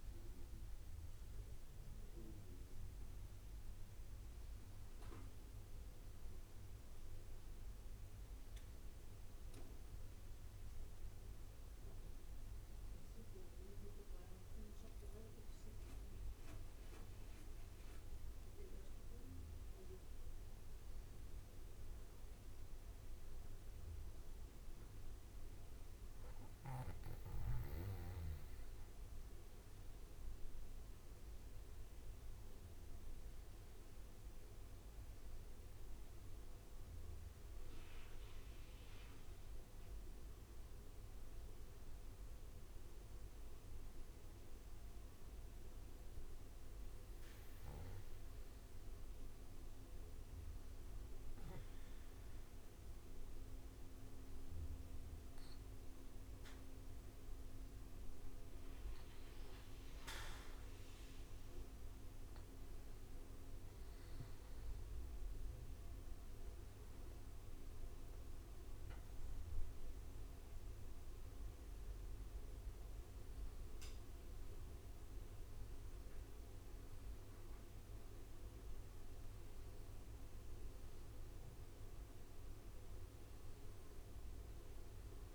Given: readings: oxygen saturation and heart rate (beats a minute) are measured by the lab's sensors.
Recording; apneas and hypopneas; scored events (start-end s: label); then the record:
breathing in sleep by a room microphone; 1
47.00-59.50 s: hypopnea (oxygen 95% before, 93% lowest, heart rate 71 before, 66 extreme, up 6 after)
62.00-66.00 s: arousal
76.50-85.35 s: new sleep stage, N1 (lightest sleep)
From the record:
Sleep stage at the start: N2 (light sleep); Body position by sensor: on the back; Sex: male